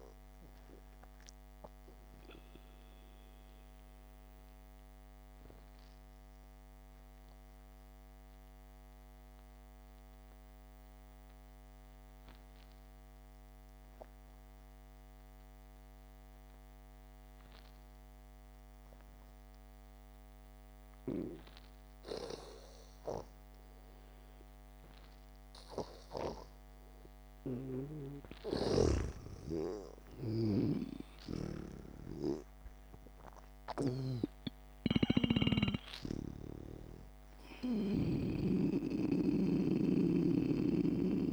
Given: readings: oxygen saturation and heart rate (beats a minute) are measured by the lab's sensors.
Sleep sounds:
breathing in sleep by a microphone on the trachea; 1
1.50-27.50 s: mixed apnea (oxygen 96% before, 89% lowest, heart rate 57 before, 49 extreme, up 1 after)
8.00-22.00 s: oxygen desaturation (device-marked, oxygen 94% before, 90% lowest, heart rate 59 before, 49 extreme)
30.50-34.50 s: arousal
34.50-39.00 s: snoring (device-marked)
38.00-41.33 s: oxygen desaturation (device-marked, oxygen 96% before, 92% lowest, heart rate 58 before, 57 extreme)
From the record:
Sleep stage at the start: N2 (light sleep); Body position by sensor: on the back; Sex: male

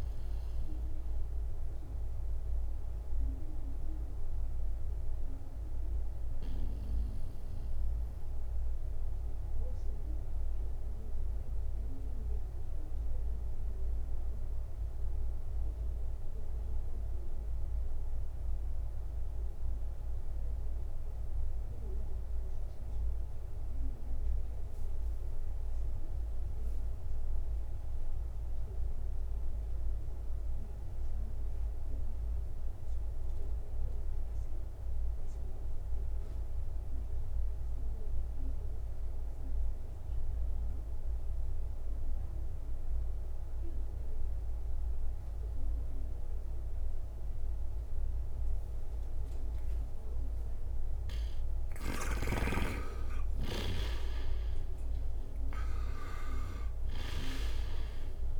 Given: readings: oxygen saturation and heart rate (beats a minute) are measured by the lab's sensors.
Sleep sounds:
breathing in sleep by a room microphone; 1
0.00-25.50 s: oxygen desaturation (device-marked, oxygen 81% lowest, heart rate 59 extreme)
3.50-49.50 s: mixed apnea (oxygen 98% before, 78% lowest, heart rate 74 before, 59 extreme, up 7 after)
39.50-58.40 s: oxygen desaturation (device-marked, oxygen 98% before, 78% lowest, heart rate 60 before, 59 extreme)
52.00-56.50 s: arousal
52.00-57.50 s: snoring (device-marked)
From the record:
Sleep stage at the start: N2 (light sleep); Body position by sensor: on the right side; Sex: male

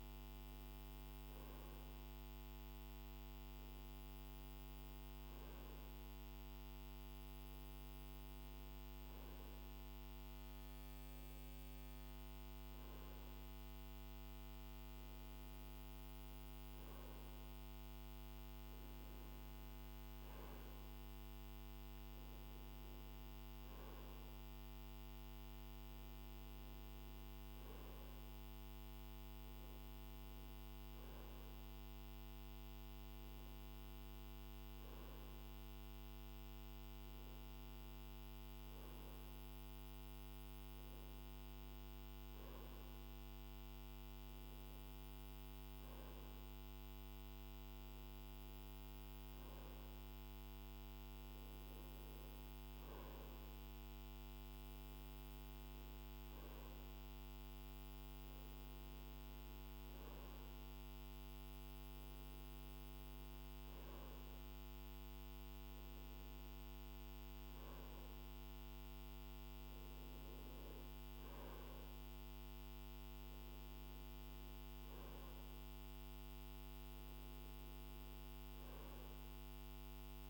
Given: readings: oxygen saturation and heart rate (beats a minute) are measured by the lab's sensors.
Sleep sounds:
breathing in sleep, hard to hear, by a microphone on the trachea; none
none scored
From the record:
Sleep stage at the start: N2 (light sleep); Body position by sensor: on the right side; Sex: male

